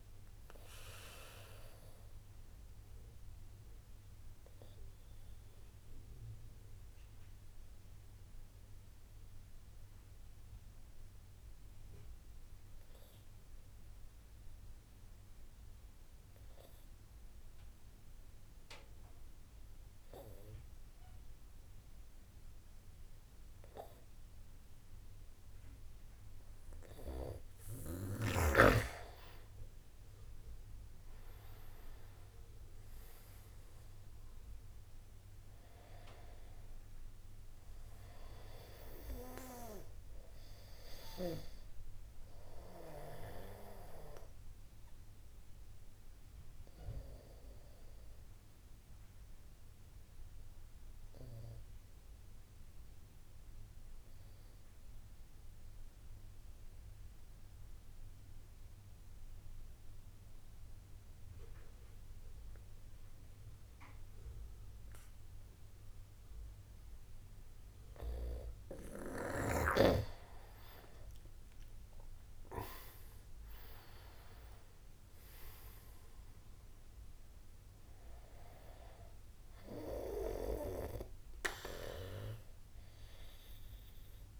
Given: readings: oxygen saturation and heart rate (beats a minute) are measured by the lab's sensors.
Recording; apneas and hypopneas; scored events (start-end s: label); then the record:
breathing in sleep by a room microphone; 2
0.00-11.50 s: oxygen desaturation (device-marked, oxygen 88% lowest)
1.50-26.00 s: obstructive apnea (oxygen 95% before, 86% lowest)
23.50-54.50 s: oxygen desaturation (device-marked, oxygen 97% before, 86% lowest)
30.50-34.50 s: arousal
46.50-67.50 s: obstructive apnea (oxygen 96% before, 86% lowest, heart rate 53 before, 43 extreme, up 9 after)
69.50-84.40 s: oxygen desaturation (device-marked, oxygen 96% before, 87% lowest, heart rate 66 before, 43 extreme)
71.50-76.50 s: arousal
From the record:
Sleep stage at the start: N2 (light sleep); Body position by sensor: on the back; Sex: male